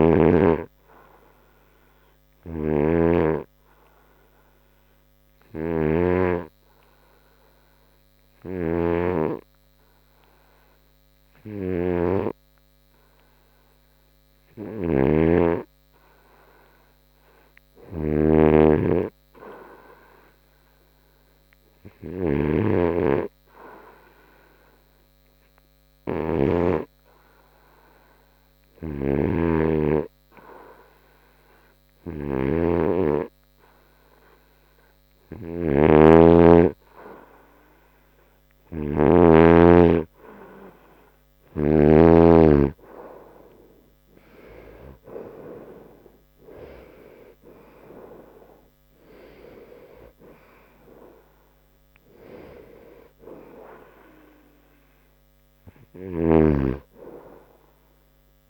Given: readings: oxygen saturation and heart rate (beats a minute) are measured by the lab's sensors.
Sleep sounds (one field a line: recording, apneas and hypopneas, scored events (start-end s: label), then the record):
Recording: breathing in sleep by a microphone on the trachea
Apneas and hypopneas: 1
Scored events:
0.00-3.50 s: snoring (device-marked)
0.00-5.00 s: oxygen desaturation (device-marked, oxygen 91% lowest, heart rate 68 extreme)
3.50-29.50 s: hypopnea (oxygen 96% before, 90% lowest, heart rate 80 before, 68 extreme, up 4 after)
30.50-35.00 s: arousal
36.00-42.50 s: snoring (device-marked)
39.00-50.00 s: oxygen desaturation (device-marked, oxygen 96% before, 91% lowest, heart rate 71 before, 76 extreme)
From the record:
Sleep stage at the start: N2 (light sleep)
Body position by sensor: on the right side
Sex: male